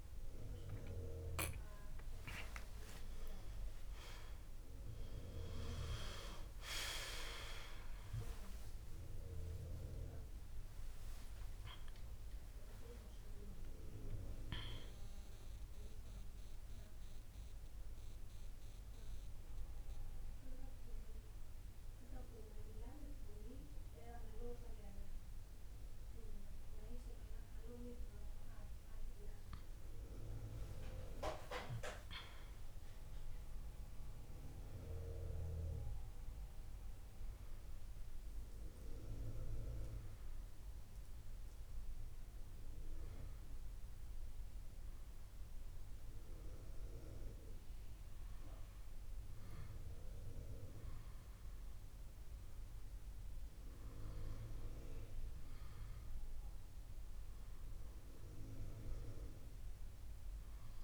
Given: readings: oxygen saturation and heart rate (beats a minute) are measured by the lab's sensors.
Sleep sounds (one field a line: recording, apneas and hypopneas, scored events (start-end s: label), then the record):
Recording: a person awake in a sleep study, by a room microphone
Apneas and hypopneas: none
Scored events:
2.50-23.50 s: oxygen desaturation (device-marked, oxygen 96% before, 92% lowest)
5.50-15.50 s: drop in pulse transit time (device-marked, heart rate 71 before, 47 extreme)
6.00-8.00 s: long interval between heartbeats (device-marked, heart rate 71 before, 81 extreme)
21.50-23.50 s: long interval between heartbeats (device-marked, heart rate 70 before, 58 extreme)
24.00-26.00 s: long interval between heartbeats (device-marked, heart rate 69 before, 58 extreme)
31.50 s: drop in pulse transit time (device-marked)
35.50-60.84 s: new sleep stage, N1 (lightest sleep)
44.00-46.00 s: long interval between heartbeats (device-marked, heart rate 51 before, 74 extreme)
57.00-59.00 s: long interval between heartbeats (device-marked, heart rate 69 before, 73 extreme)
59.50-60.84 s: drop in pulse transit time (device-marked, heart rate 70 before, 64 extreme)
From the record:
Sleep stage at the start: awake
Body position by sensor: on the back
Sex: female